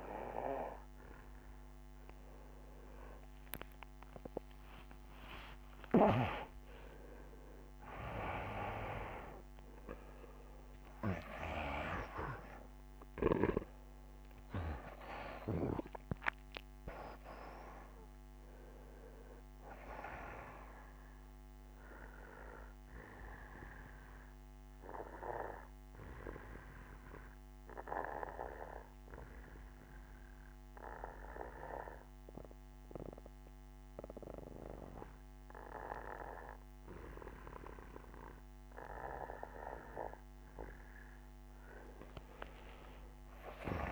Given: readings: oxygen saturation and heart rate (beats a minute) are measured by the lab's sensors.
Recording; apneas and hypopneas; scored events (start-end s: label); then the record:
breathing in sleep by a microphone on the trachea; 1
1.00-13.00 s: oxygen desaturation (device-marked, oxygen 95% before, 90% lowest, heart rate 66 before, 65 extreme)
1.50-7.00 s: arousal
26.00-38.50 s: obstructive apnea (oxygen 94% before, 89% lowest, heart rate 71 before, 65 extreme, up 4 after)
40.50-43.92 s: arousal
From the record:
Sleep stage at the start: N1 (lightest sleep); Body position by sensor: on the back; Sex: male